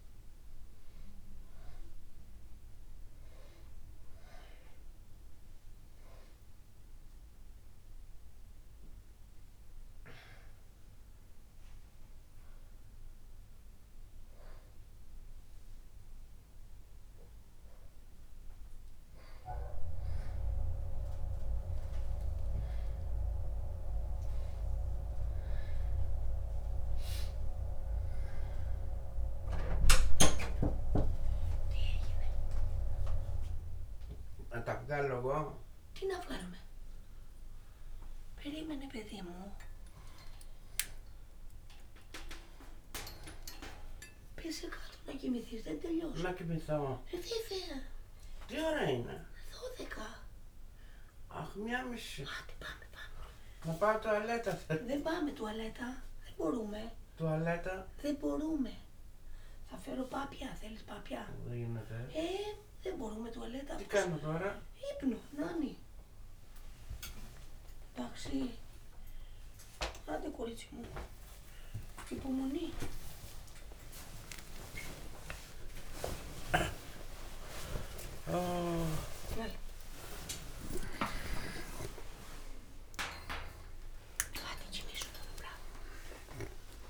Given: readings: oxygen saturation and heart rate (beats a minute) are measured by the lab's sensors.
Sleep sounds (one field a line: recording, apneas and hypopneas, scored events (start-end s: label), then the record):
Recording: a person awake in a sleep study, by a room microphone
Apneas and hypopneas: none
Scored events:
0.00-5.00 s: oxygen desaturation (device-marked, oxygen 89% lowest)
48.00-59.00 s: oxygen desaturation (device-marked, oxygen 94% before, 91% lowest, heart rate 78 before, 75 extreme)
53.00-55.00 s: long interval between heartbeats (device-marked, heart rate 76 before, 93 extreme)
72.00-74.00 s: long interval between heartbeats (device-marked, heart rate 89 before, 120 extreme)
84.50-86.50 s: long interval between heartbeats (device-marked, heart rate 128 before, 140 extreme)
From the record:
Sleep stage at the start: awake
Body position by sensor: on the back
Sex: female